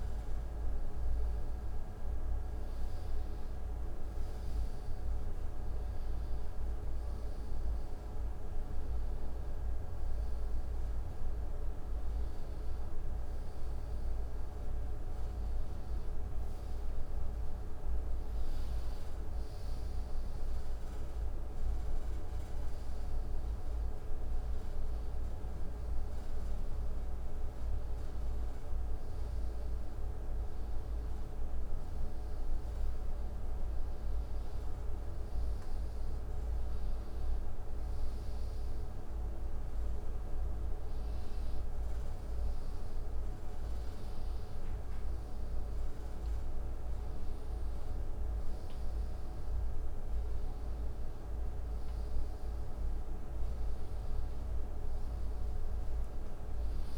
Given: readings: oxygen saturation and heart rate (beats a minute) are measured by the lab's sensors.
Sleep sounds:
a person awake in a sleep study, hard to hear, by a room microphone; none
none scored
From the record:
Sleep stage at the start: awake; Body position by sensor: on the right side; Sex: male

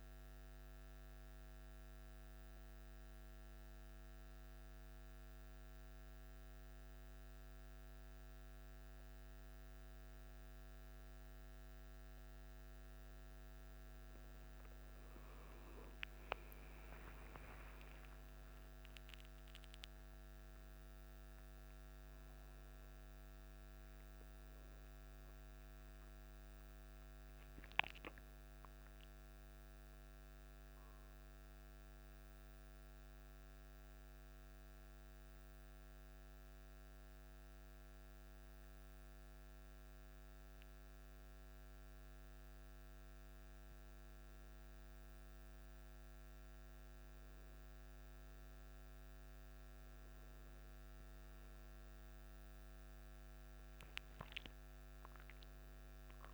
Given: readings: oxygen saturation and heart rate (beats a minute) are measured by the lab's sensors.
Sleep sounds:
a person awake in a sleep study, hard to hear, by a microphone on the trachea; none
none scored
From the record:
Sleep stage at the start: awake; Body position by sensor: on the back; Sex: male

